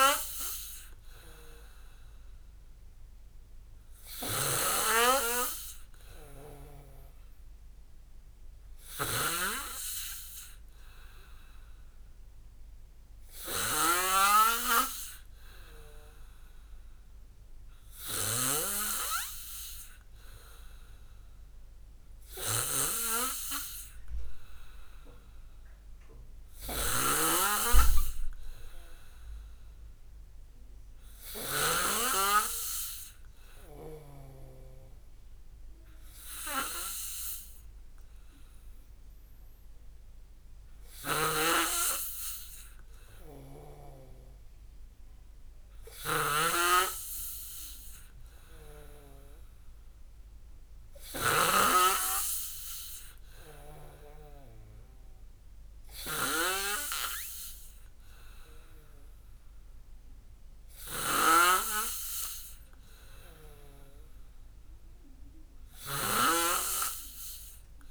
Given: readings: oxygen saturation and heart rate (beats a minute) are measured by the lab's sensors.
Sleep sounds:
breathing in sleep by a room microphone; none
0.00-32.00 s: snoring (device-marked)
14.00-44.00 s: new sleep stage, N3 (deep sleep)
41.00-67.91 s: snoring (device-marked)
44.00-67.91 s: new sleep stage, N2 (light sleep)
52.50-54.00 s: leg movement (device-marked)
From the record:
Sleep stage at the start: N2 (light sleep); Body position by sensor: on the back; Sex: male

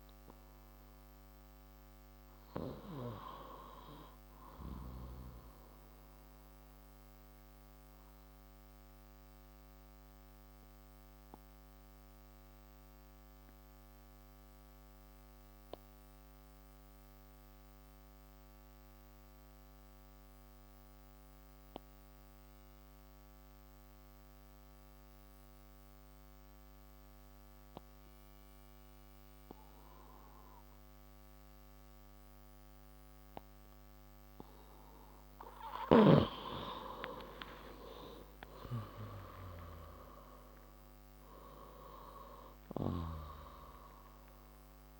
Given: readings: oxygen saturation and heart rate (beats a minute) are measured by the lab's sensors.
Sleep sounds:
breathing in sleep by a microphone on the trachea; 1
0.00-13.00 s: oxygen desaturation (device-marked, oxygen 91% lowest, heart rate 57 extreme)
5.50-35.00 s: obstructive apnea (oxygen 97% before, 90% lowest, heart rate 65 before, 56 extreme, up 28 after)
32.00-45.00 s: oxygen desaturation (device-marked, oxygen 97% before, 93% lowest, heart rate 59 before, 56 extreme)
37.00-41.00 s: arousal
From the record:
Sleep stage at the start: N2 (light sleep); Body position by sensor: on the left side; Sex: male

